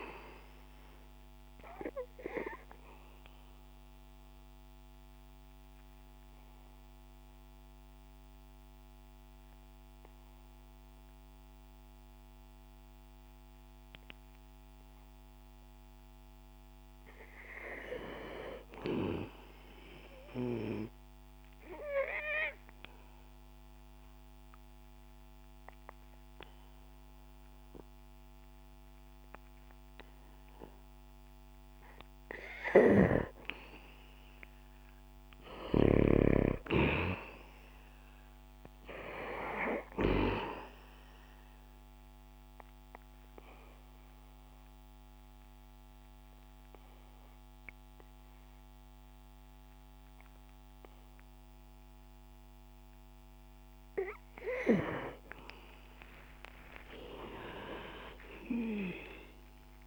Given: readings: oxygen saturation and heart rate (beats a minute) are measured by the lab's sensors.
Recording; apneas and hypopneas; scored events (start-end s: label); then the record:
breathing in sleep by a microphone on the trachea; 3
0.00-10.00 s: oxygen desaturation (device-marked, oxygen 95% before, 91% lowest, heart rate 69 before, 59 extreme)
5.00-16.00 s: obstructive apnea (oxygen 95% before, 88% lowest, heart rate 70 before, 59 extreme, up 12 after)
12.00-25.00 s: oxygen desaturation (device-marked, oxygen 92% before, 89% lowest, heart rate 69 before, 63 extreme)
17.50-20.00 s: arousal
22.50-33.50 s: obstructive apnea (oxygen 95% before, 88% lowest, heart rate 64 before, 64 extreme, up 6 after)
35.00-39.00 s: arousal
39.00-59.87 s: oxygen desaturation (device-marked, oxygen 97% before, 88% lowest, heart rate 67 before, 63 extreme)
44.00-54.50 s: obstructive apnea (oxygen 97% before, 88% lowest, heart rate 68 before, 63 extreme, up 12 after)
56.50-59.87 s: arousal
From the record:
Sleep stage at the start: N2 (light sleep); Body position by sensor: on the back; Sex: male